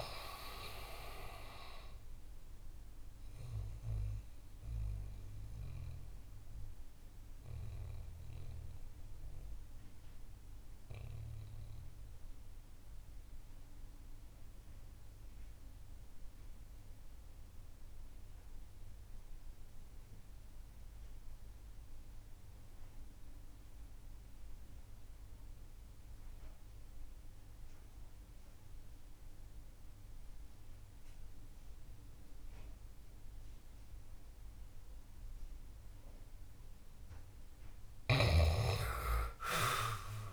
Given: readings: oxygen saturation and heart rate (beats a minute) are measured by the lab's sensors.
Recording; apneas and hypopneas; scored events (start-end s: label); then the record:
breathing in sleep by a room microphone; 1
0.00-16.50 s: oxygen desaturation (device-marked, oxygen 76% lowest, heart rate 56 extreme)
4.00-36.00 s: mixed apnea (oxygen 96% before, 76% lowest, heart rate 68 before, 60 extreme, up 14 after)
34.50-40.33 s: new sleep stage, N2 (light sleep)
34.50-40.33 s: oxygen desaturation (device-marked, oxygen 99% before, 82% lowest, heart rate 62 before, 64 extreme)
From the record:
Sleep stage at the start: REM sleep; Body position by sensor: on the back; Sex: male